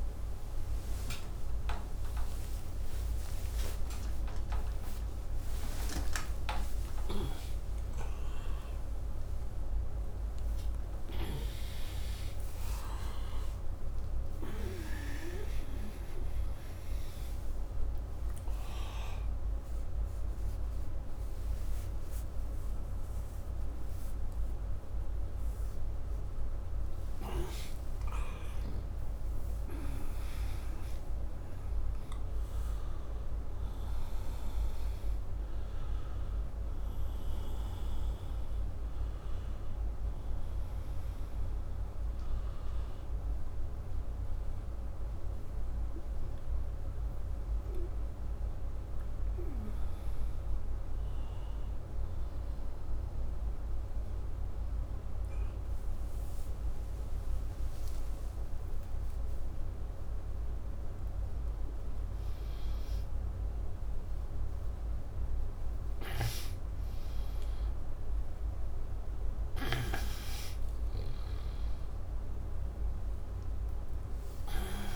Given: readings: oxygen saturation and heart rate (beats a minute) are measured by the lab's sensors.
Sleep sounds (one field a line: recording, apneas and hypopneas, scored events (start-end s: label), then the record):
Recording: a person awake in a sleep study, by a room microphone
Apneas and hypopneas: none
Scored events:
11.00-19.00 s: oxygen desaturation (device-marked, oxygen 99% before, 94% lowest, heart rate 106 before, 126 extreme)
73.00-74.96 s: oxygen desaturation (device-marked, oxygen 98% before, 95% lowest)
From the record:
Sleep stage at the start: awake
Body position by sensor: upright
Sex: male